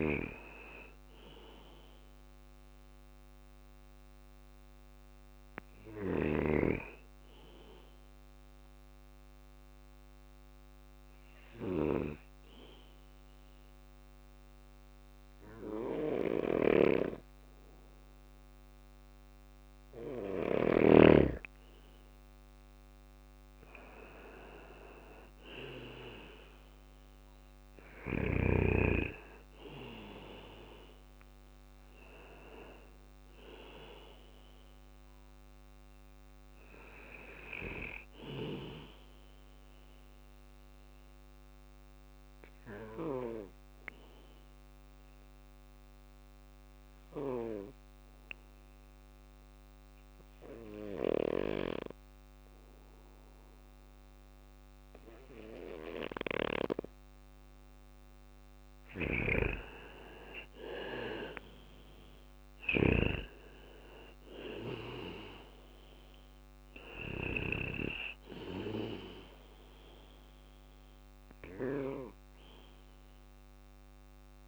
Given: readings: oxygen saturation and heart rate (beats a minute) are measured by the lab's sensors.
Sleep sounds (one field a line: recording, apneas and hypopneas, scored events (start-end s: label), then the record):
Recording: breathing in sleep by a microphone on the trachea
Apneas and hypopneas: 2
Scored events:
0.00-4.50 s: oxygen desaturation (device-marked, oxygen 94% lowest, heart rate 58 extreme)
7.00-19.50 s: obstructive apnea (oxygen 99% before, 93% lowest, heart rate 61 before, 57 extreme, up 3 after)
13.50-20.50 s: bradycardia (device-marked, heart rate 61 before, 58 extreme)
15.50-20.00 s: snoring (device-marked)
21.50-26.00 s: arousal
26.50-36.50 s: drop in pulse transit time (device-marked, heart rate 60 before, 59 extreme)
27.50-46.50 s: oxygen desaturation (device-marked, oxygen 99% before, 95% lowest, heart rate 60 before, 57 extreme)
31.50-53.50 s: bradycardia (device-marked, heart rate 61 before, 57 extreme)
37.50-56.00 s: obstructive apnea (oxygen 99% before, 93% lowest, heart rate 60 before, 58 extreme, up 4 after)
41.50-74.48 s: new sleep stage, N2 (light sleep)
58.00-62.00 s: snoring (device-marked)
58.00-63.00 s: arousal
59.50-74.48 s: oxygen desaturation (device-marked, oxygen 99% before, 93% lowest, heart rate 59 before, 57 extreme)
62.50-74.48 s: drop in pulse transit time (device-marked, heart rate 59 before, 58 extreme)
66.50-72.50 s: bradycardia (device-marked, heart rate 61 before, 58 extreme)
From the record:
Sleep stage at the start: N1 (lightest sleep)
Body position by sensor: on the back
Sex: male